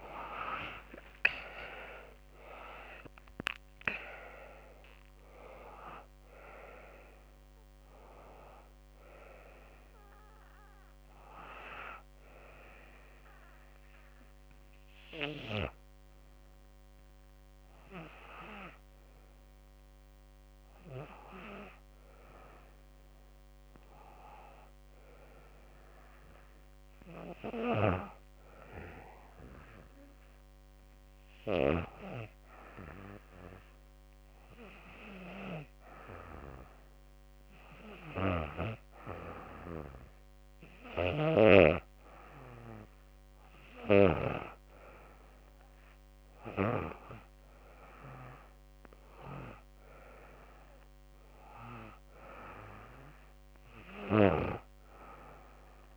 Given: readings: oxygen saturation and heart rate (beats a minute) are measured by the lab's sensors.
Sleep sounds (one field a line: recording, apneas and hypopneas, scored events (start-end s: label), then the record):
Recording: breathing in sleep by a microphone on the trachea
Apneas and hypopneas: 1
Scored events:
0.00-1.50 s: arousal
0.00-20.00 s: oxygen desaturation (device-marked, oxygen 83% lowest, heart rate 74 extreme)
22.50-26.50 s: arousal
30.00-42.00 s: hypopnea (oxygen 98% before, 88% lowest, heart rate 84 before, 74 extreme, up 7 after)
45.00-48.50 s: arousal
From the record:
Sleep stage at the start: N2 (light sleep)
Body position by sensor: on the back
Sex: female